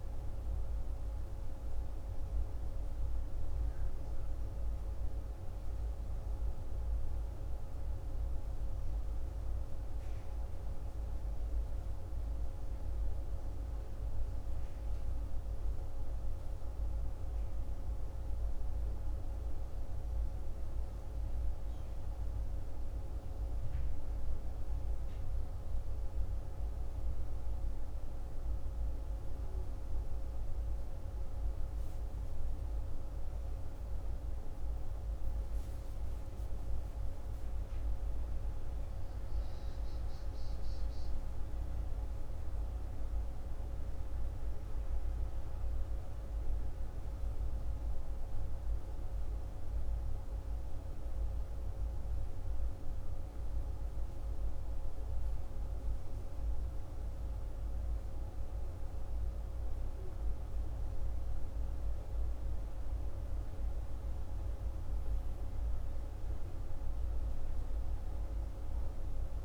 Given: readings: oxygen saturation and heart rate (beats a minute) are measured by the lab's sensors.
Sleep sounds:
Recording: breathing in sleep, hard to hear, by a room microphone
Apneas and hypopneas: none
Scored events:
none scored
From the record:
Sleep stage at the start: N1 (lightest sleep)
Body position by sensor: on the left side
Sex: male

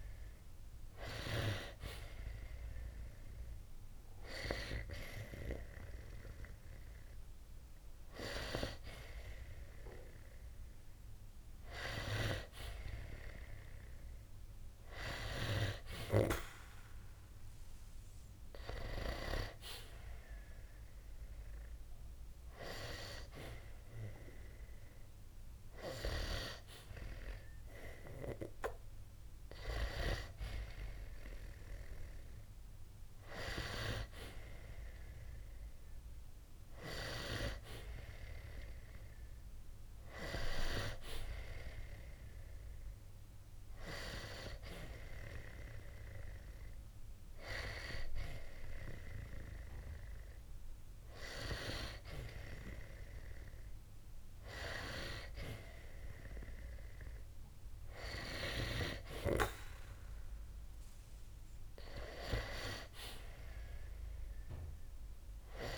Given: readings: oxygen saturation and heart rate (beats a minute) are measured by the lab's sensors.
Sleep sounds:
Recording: breathing in sleep by a room microphone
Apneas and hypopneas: 1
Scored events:
0.00-14.00 s: oxygen desaturation (device-marked, oxygen 89% lowest, heart rate 60 extreme)
46.00-56.00 s: hypopnea (oxygen 92% before, 89% lowest, heart rate 63 before, 60 extreme, up 6 after)
61.00-64.50 s: arousal
From the record:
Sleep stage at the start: N2 (light sleep)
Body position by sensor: on the back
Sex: male

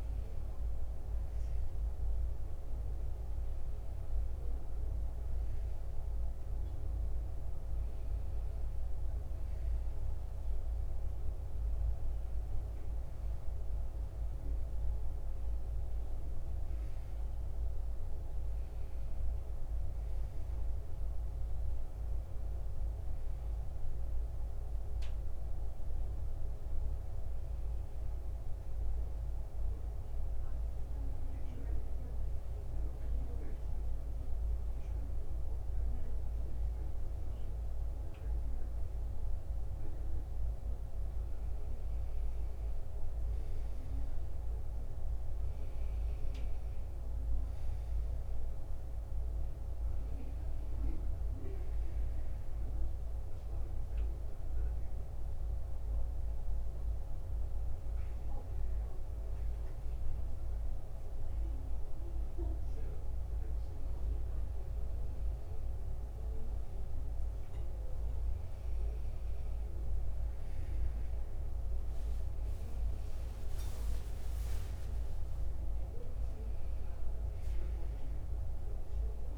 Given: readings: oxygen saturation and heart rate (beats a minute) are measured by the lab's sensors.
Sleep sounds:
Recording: breathing in sleep, hard to hear, by a room microphone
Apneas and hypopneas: 2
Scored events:
0.00-13.00 s: oxygen desaturation (device-marked, oxygen 90% lowest, heart rate 77 extreme)
24.00-27.50 s: arousal
31.00-41.00 s: hypopnea (oxygen 97% before, 91% lowest, heart rate 79 before, 74 extreme, up 8 after)
31.00-63.00 s: oxygen desaturation (device-marked, oxygen 96% before, 91% lowest, heart rate 79 before, 74 extreme)
42.50-46.50 s: arousal
53.00-64.50 s: hypopnea (oxygen 96% before, 91% lowest, heart rate 80 before, 74 extreme, up 11 after)
66.00-69.50 s: arousal
From the record:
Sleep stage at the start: N2 (light sleep)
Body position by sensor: on the back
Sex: male

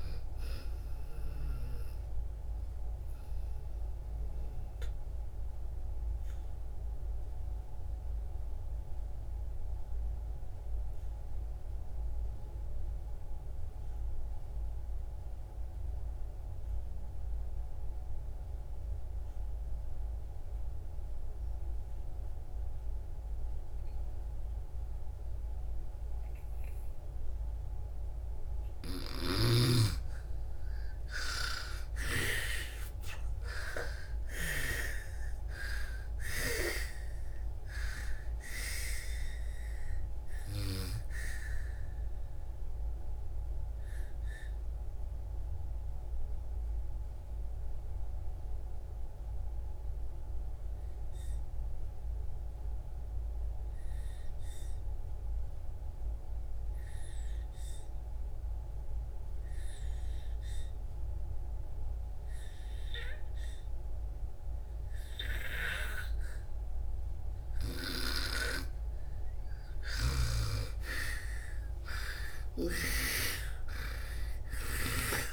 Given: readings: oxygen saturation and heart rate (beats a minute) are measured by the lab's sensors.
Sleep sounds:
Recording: breathing in sleep by a room microphone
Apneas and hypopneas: 2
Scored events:
0.00-22.00 s: oxygen desaturation (device-marked, oxygen 83% lowest)
1.00-28.00 s: obstructive apnea (oxygen 97% before, 80% lowest)
24.00-60.00 s: oxygen desaturation (device-marked, oxygen 98% before, 80% lowest)
30.50-35.00 s: arousal
42.00-67.50 s: mixed apnea (oxygen 98% before, 80% lowest)
62.00-75.33 s: oxygen desaturation (device-marked, oxygen 98% before, 89% lowest)
71.00-75.33 s: arousal
72.00-75.33 s: snoring (device-marked)
From the record:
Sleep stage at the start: N2 (light sleep)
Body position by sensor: on the back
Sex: female

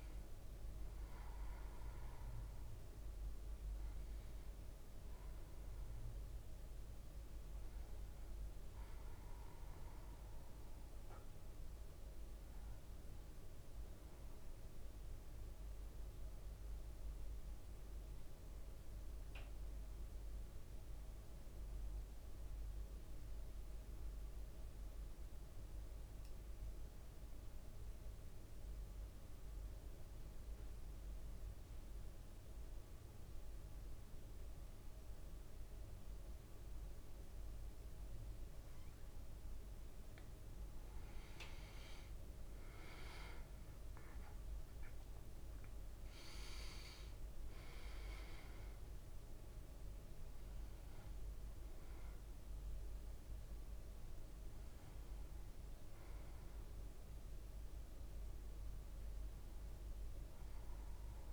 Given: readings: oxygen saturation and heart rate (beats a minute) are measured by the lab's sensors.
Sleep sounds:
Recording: breathing in sleep, hard to hear, by a room microphone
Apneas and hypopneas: 1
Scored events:
0.00-22.00 s: oxygen desaturation (device-marked, oxygen 93% lowest, heart rate 53 extreme)
16.00-40.50 s: central apnea (oxygen 98% before, 93% lowest, heart rate 57 before, 53 extreme, up 5 after)
41.00-61.33 s: oxygen desaturation (device-marked, oxygen 99% before, 93% lowest, heart rate 55 before, 54 extreme)
42.50-47.50 s: arousal
From the record:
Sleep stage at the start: REM sleep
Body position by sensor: on the back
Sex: male

